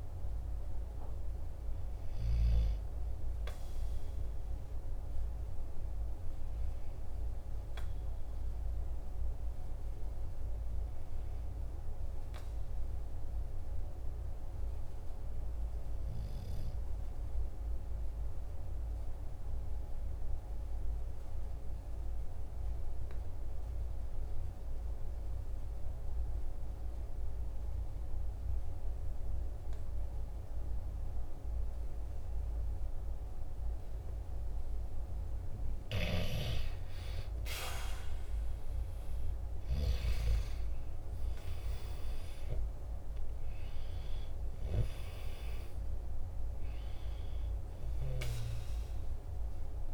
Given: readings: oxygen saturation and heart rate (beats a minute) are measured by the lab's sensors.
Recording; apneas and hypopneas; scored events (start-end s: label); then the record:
breathing in sleep, hard to hear, by a room microphone; 1
13.00-34.00 s: obstructive apnea (oxygen 96% before, 91% lowest, heart rate 47 before, 44 extreme, up 13 after)
36.00-40.50 s: arousal
37.50-49.93 s: oxygen desaturation (device-marked, oxygen 97% before, 91% lowest, heart rate 47 before, 43 extreme)
From the record:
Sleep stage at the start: N2 (light sleep); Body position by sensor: on the right side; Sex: male